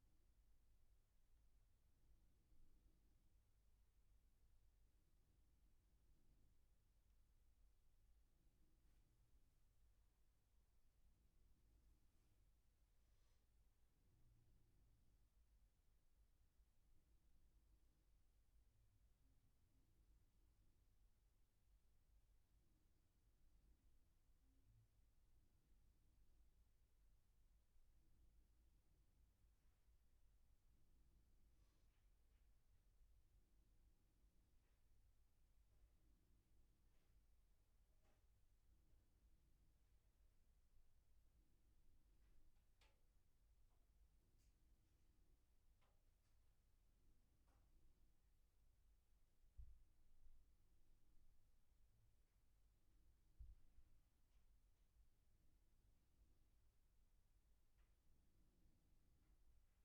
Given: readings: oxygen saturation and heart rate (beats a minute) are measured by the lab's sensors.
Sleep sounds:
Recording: a person awake in a sleep study, hard to hear, by a room microphone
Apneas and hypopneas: none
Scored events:
none scored
From the record:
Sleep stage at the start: awake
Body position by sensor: on the back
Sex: male

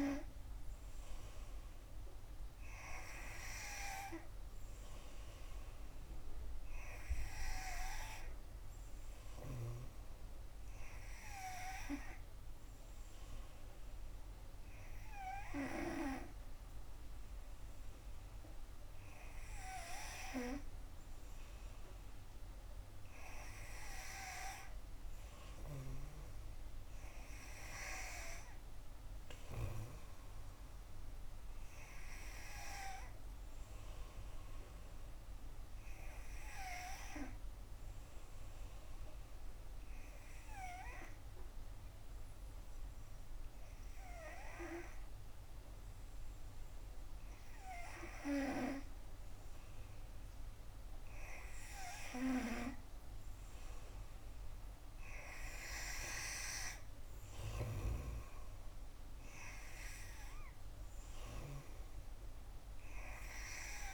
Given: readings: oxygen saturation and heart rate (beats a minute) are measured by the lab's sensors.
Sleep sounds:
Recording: breathing in sleep by a room microphone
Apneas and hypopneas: 1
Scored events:
32.50-35.50 s: arousal
38.50-50.00 s: obstructive apnea (oxygen 91% before, 88% lowest, heart rate 67 before, 64 extreme, up 3 after)
54.00-57.50 s: arousal
58.50-63.94 s: oxygen desaturation (device-marked, oxygen 92% before, 88% lowest, heart rate 66 before, 64 extreme)
From the record:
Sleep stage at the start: N3 (deep sleep)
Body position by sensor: on the back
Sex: female

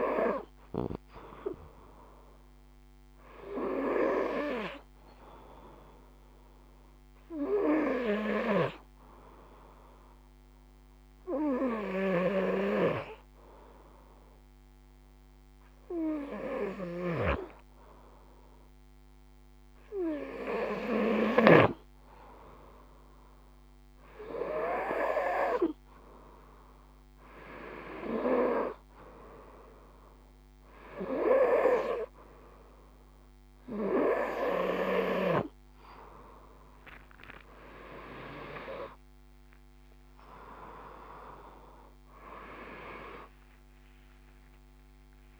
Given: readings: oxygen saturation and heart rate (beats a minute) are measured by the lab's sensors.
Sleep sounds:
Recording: breathing in sleep by a microphone on the trachea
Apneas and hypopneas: 1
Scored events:
9.00-20.00 s: hypopnea (oxygen 95% before, 94% lowest, heart rate 59 before, 56 extreme, up 2 after)
36.00-40.00 s: arousal
From the record:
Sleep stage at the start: N2 (light sleep)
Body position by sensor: on the right side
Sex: male

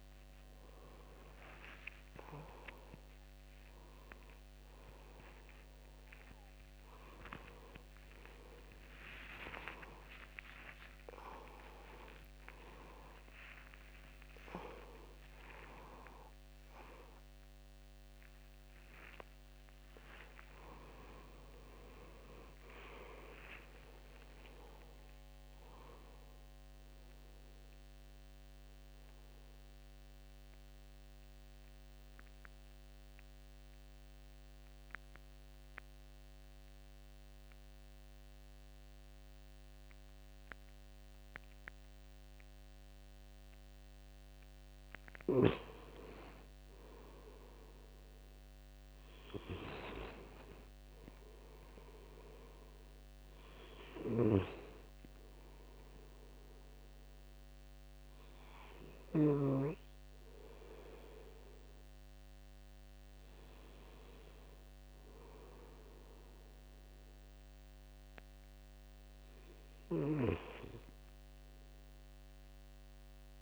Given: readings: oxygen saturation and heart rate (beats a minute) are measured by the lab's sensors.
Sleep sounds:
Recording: a person partly awake in a sleep study, by a microphone on the trachea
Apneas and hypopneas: 1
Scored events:
0.00-25.00 s: oxygen desaturation (device-marked, oxygen 83% lowest, heart rate 69 extreme)
26.00-73.42 s: new sleep stage, N2 (light sleep)
28.50-44.00 s: mixed apnea (oxygen 99% before, 90% lowest, heart rate 93 before, 69 extreme, up 8 after)
46.00-48.50 s: arousal
46.00-68.00 s: oxygen desaturation (device-marked, oxygen 99% before, 90% lowest, heart rate 79 before, 66 extreme)
From the record:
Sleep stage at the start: awake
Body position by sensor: on the right side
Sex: male

